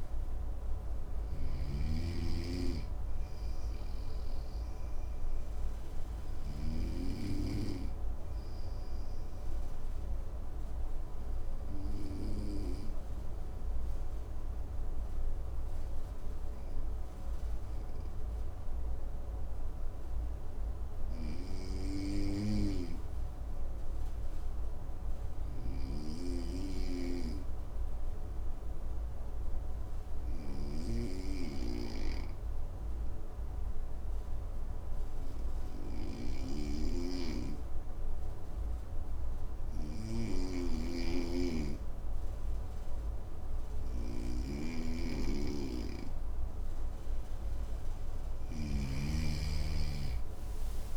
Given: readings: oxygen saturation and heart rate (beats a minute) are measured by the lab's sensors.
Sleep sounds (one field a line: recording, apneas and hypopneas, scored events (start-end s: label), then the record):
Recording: breathing in sleep by a room microphone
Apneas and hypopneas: 1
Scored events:
0.00-16.50 s: oxygen desaturation (device-marked, oxygen 95% lowest, heart rate 54 extreme)
0.50-6.00 s: snoring (device-marked)
3.00-45.50 s: obstructive apnea (oxygen 99% before, 92% lowest, heart rate 60 before, 54 extreme, up 26 after)
36.00-48.00 s: snoring (device-marked)
36.50-50.97 s: oxygen desaturation (device-marked, oxygen 99% before, 92% lowest, heart rate 56 before, 53 extreme)
From the record:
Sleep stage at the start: N2 (light sleep)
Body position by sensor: on the front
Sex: male